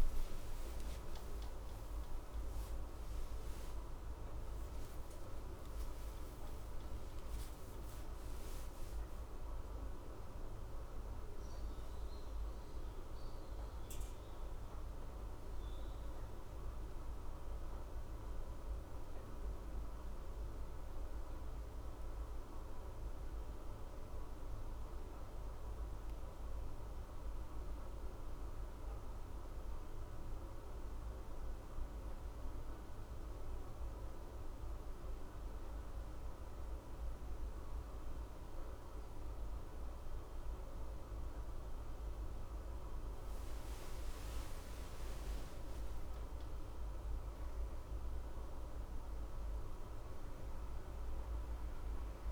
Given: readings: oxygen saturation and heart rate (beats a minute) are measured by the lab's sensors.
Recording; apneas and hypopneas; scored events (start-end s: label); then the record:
a person partly awake in a sleep study, hard to hear, by a room microphone; none
14.50-52.31 s: new sleep stage, N1 (lightest sleep)
46.50-51.50 s: arousal
From the record:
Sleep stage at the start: awake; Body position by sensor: on the left side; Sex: male